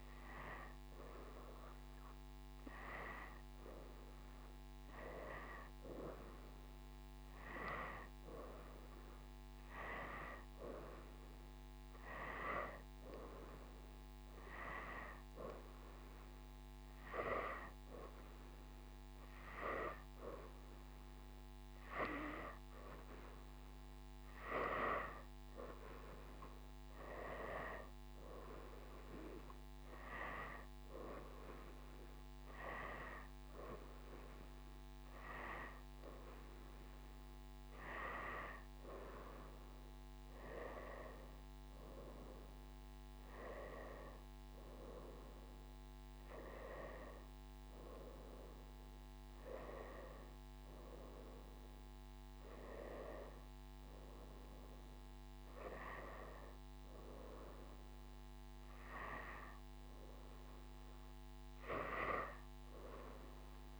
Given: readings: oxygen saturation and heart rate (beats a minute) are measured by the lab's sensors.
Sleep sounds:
breathing in sleep by a microphone on the trachea; none
5.50-24.50 s: oxygen desaturation (device-marked, oxygen 95% before, 91% lowest, heart rate 88 before, 86 extreme)
From the record:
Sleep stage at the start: N2 (light sleep); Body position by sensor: upright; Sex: female

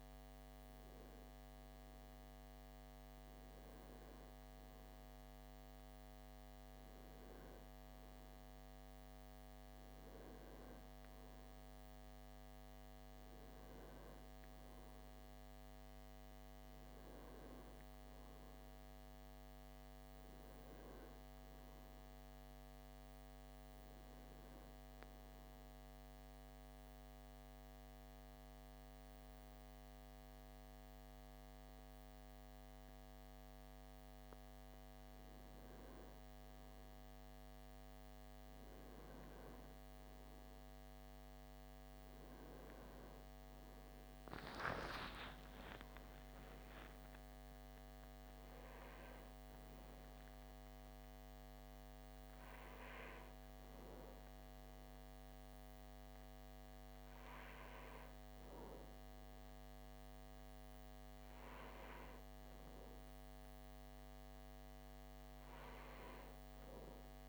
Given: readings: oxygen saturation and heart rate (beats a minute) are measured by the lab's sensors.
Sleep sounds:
breathing in sleep, hard to hear, by a microphone on the trachea; 1
16.00-20.50 s: arousal
25.00-36.50 s: mixed apnea (oxygen 94% before, 92% lowest)
40.00-43.50 s: arousal
From the record:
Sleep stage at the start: REM sleep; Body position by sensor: on the back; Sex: male

